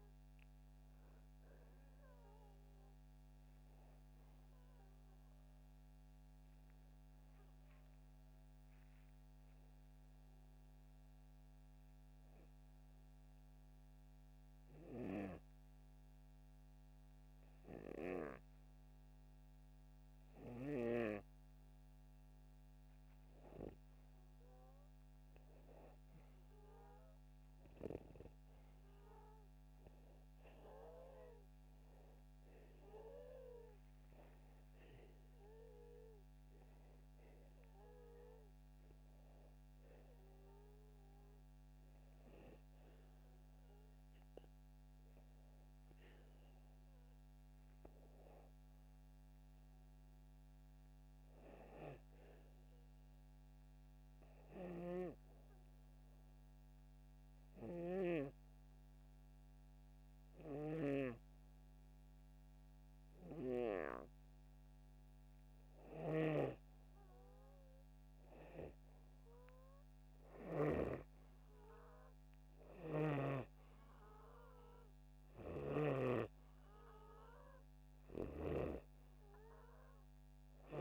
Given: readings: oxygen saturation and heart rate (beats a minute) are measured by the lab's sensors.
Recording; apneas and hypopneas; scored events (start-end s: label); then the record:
breathing in sleep by a microphone on the trachea; 2
9.00-22.00 s: oxygen desaturation (device-marked, oxygen 94% before, 91% lowest, heart rate 79 before, 75 extreme)
14.00-24.00 s: obstructive apnea (oxygen 96% before, 91% lowest, heart rate 79 before, 75 extreme, up 2 after)
26.50-30.00 s: arousal
34.50-48.50 s: hypopnea (oxygen 98% before, 93% lowest, heart rate 77 before, 75 extreme, up 2 after)
36.00-57.00 s: oxygen desaturation (device-marked, oxygen 98% before, 94% lowest, heart rate 77 before, 75 extreme)
52.00-54.50 s: arousal
From the record:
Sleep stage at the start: N2 (light sleep); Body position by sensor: upright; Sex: male